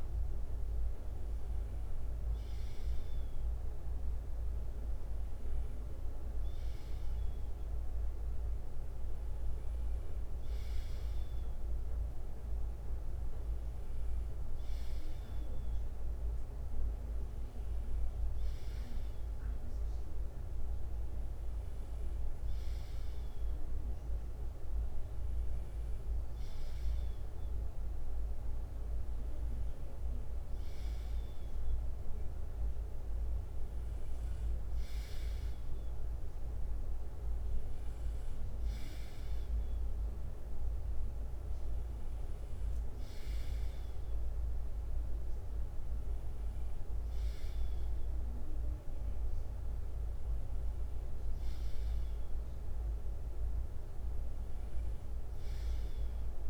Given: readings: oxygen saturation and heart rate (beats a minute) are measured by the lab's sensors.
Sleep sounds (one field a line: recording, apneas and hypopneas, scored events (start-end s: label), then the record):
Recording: breathing in sleep, hard to hear, by a room microphone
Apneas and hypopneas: none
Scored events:
0.00-6.00 s: bradycardia (device-marked, heart rate 58 extreme)
14.00-20.00 s: bradycardia (device-marked, heart rate 61 before, 57 extreme)
21.00-24.00 s: bradycardia (device-marked, heart rate 61 before, 59 extreme)
45.00-50.00 s: bradycardia (device-marked, heart rate 61 before, 59 extreme)
52.00-54.00 s: bradycardia (device-marked, heart rate 61 before, 59 extreme)
55.00-56.50 s: bradycardia (device-marked, heart rate 61 before, 57 extreme)
From the record:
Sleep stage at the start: N2 (light sleep)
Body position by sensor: on the left side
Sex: male